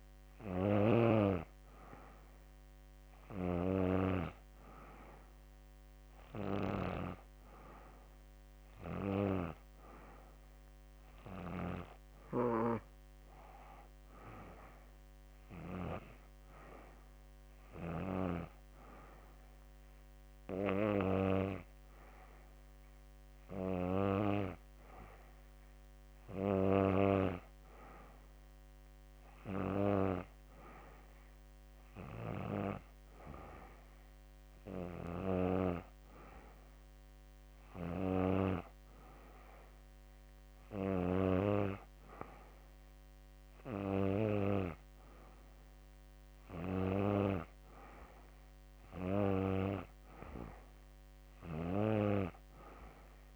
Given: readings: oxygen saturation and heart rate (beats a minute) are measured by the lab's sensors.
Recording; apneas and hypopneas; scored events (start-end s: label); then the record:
breathing in sleep by a microphone on the trachea; none
none scored
From the record:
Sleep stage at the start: N2 (light sleep); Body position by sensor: on the back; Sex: female